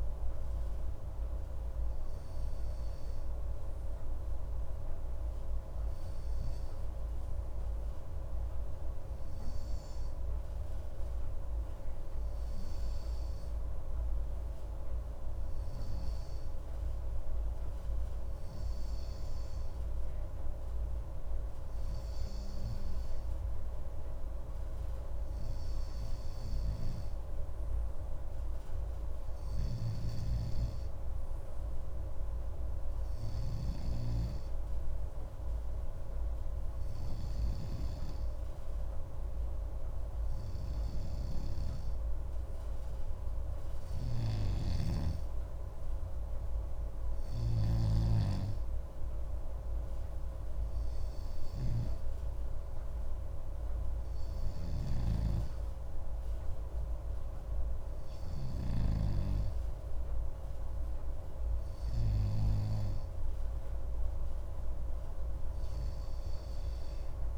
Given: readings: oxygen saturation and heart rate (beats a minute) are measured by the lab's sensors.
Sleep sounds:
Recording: breathing in sleep, hard to hear, by a room microphone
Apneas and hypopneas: none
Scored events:
44.50-59.00 s: snoring (device-marked)
From the record:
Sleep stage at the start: N2 (light sleep)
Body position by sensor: on the left side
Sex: male

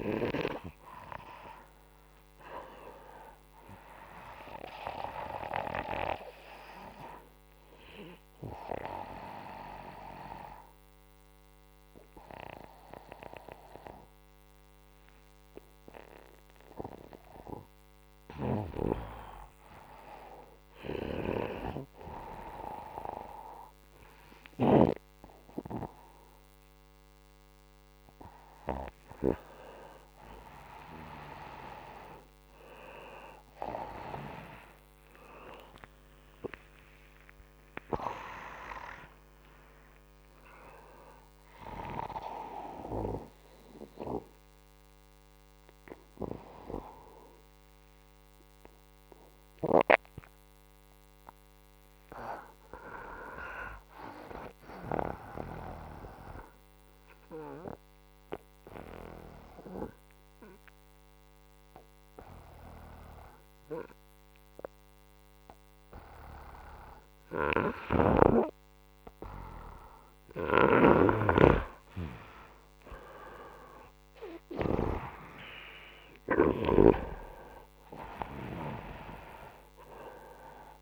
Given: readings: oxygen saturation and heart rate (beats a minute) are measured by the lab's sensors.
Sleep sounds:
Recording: a person partly awake in a sleep study, by a microphone on the trachea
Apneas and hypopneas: 2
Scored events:
0.00-5.00 s: oxygen desaturation (device-marked, oxygen 89% lowest, heart rate 64 extreme)
5.50-17.00 s: hypopnea (oxygen 98% before, 87% lowest, heart rate 70 before, 66 extreme, up 8 after)
10.00-22.00 s: oxygen desaturation (device-marked, oxygen 91% before, 87% lowest, heart rate 71 before, 67 extreme)
22.00-52.00 s: new sleep stage, awake
37.00-48.00 s: oxygen desaturation (device-marked, oxygen 98% before, 95% lowest, heart rate 74 before, 65 extreme)
52.00-80.82 s: new sleep stage, N2 (light sleep)
55.00-67.50 s: hypopnea (oxygen 99% before, 92% lowest, heart rate 82 before, 64 extreme, up 24 after)
68.00-80.82 s: oxygen desaturation (device-marked, oxygen 98% before, 92% lowest, heart rate 74 before, 61 extreme)
70.00-74.00 s: arousal
From the record:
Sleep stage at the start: N2 (light sleep)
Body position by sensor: upright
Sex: male

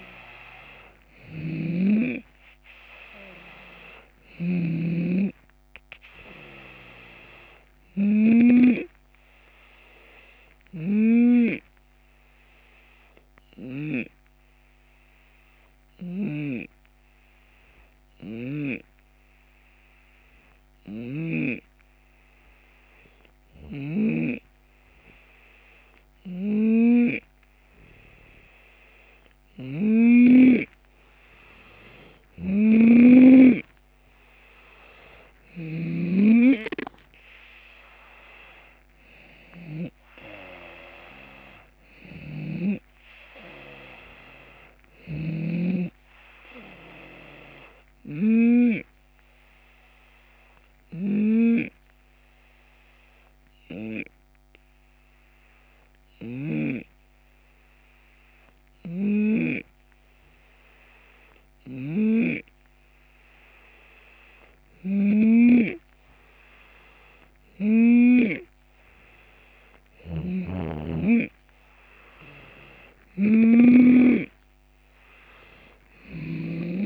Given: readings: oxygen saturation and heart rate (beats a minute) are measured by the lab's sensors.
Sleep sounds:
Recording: breathing in sleep by a microphone on the trachea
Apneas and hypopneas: 2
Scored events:
0.00-7.00 s: oxygen desaturation (device-marked, oxygen 88% lowest, heart rate 73 extreme)
0.00-8.00 s: snoring (device-marked)
0.00-12.00 s: drop in pulse transit time (device-marked, heart rate 75 extreme)
9.50-27.50 s: hypopnea (oxygen 93% before, 87% lowest, heart rate 77 before, 73 extreme, up 6 after)
25.50-39.50 s: snoring (device-marked)
34.00-38.00 s: arousal
36.00-50.00 s: drop in pulse transit time (device-marked, heart rate 75 before, 77 extreme)
38.00-47.00 s: oxygen desaturation (device-marked, oxygen 93% before, 87% lowest, heart rate 75 before, 71 extreme)
41.50-48.00 s: snoring (device-marked)
48.00-65.50 s: hypopnea (oxygen 93% before, 89% lowest, heart rate 79 before, 71 extreme, up 6 after)
55.50-59.00 s: snoring (device-marked)
61.00-76.85 s: snoring (device-marked)
68.50-72.00 s: arousal
From the record:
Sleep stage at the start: N2 (light sleep)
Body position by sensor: on the left side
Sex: male

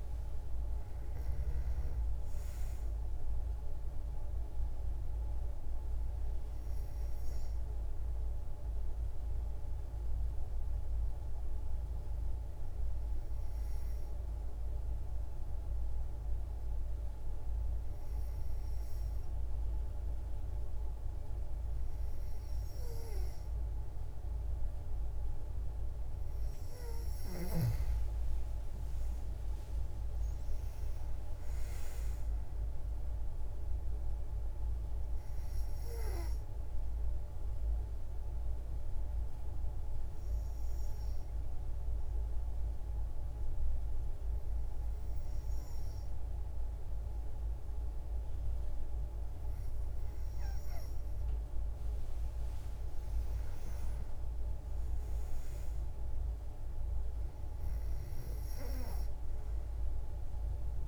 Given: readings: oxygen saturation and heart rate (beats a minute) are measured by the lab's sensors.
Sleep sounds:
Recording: breathing in sleep, hard to hear, by a room microphone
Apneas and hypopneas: 2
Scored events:
8.50-24.00 s: obstructive apnea (oxygen 96% before, 92% lowest, heart rate 65 before, 54 extreme, up 32 after)
28.00-31.00 s: arousal
33.00-55.00 s: oxygen desaturation (device-marked, oxygen 97% before, 92% lowest, heart rate 67 before, 53 extreme)
35.50-50.00 s: obstructive apnea (oxygen 97% before, 92% lowest, heart rate 71 before, 53 extreme, up 10 after)
53.00-57.00 s: arousal
From the record:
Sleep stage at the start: N2 (light sleep)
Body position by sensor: on the back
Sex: female

